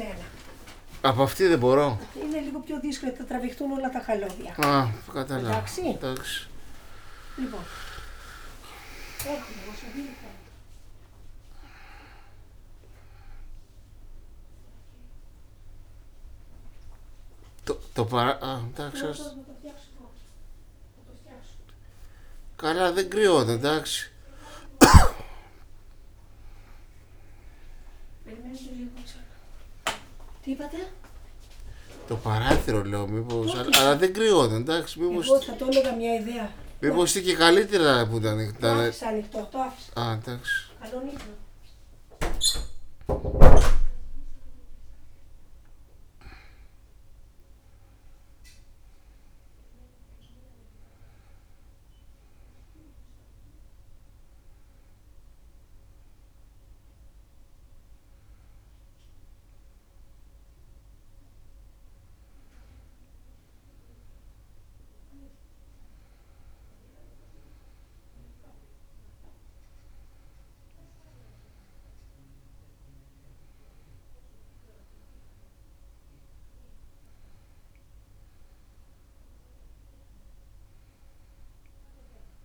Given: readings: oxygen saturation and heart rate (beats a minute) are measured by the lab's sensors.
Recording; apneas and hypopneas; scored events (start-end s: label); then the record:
a person awake in a sleep study, by a room microphone; none
0.00-5.00 s: snoring (device-marked)
0.50-2.50 s: bradycardia (device-marked, heart rate 96 before, 79 extreme)
6.00-8.00 s: long interval between heartbeats (device-marked, heart rate 113 before, 68 extreme)
11.00-13.00 s: long interval between heartbeats (device-marked, heart rate 102 before, 160 extreme)
13.00-15.00 s: long interval between heartbeats (device-marked, heart rate 106 before, 126 extreme)
15.50-21.50 s: bradycardia (device-marked, heart rate 97 before, 28 extreme)
18.50-20.50 s: long interval between heartbeats (device-marked, heart rate 107 before, 28 extreme)
18.50-23.00 s: snoring (device-marked)
22.50-38.50 s: bradycardia (device-marked)
23.00-25.00 s: long interval between heartbeats (device-marked, heart rate 94 before, 36 extreme)
27.00-29.00 s: long interval between heartbeats (device-marked, heart rate 91 before, 41 extreme)
37.00-39.00 s: long interval between heartbeats (device-marked)
37.00-40.50 s: snoring (device-marked)
61.50-63.50 s: long interval between heartbeats (device-marked, heart rate 72 before, 88 extreme)
66.00-68.00 s: long interval between heartbeats (device-marked, heart rate 74 before, 96 extreme)
68.50-70.50 s: long interval between heartbeats (device-marked, heart rate 77 before, 90 extreme)
73.50-75.50 s: long interval between heartbeats (device-marked, heart rate 83 before, 89 extreme)
75.50-77.50 s: long interval between heartbeats (device-marked, heart rate 86 before, 89 extreme)
78.00-80.00 s: long interval between heartbeats (device-marked, heart rate 89 before, 103 extreme)
From the record:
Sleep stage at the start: awake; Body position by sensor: on the back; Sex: male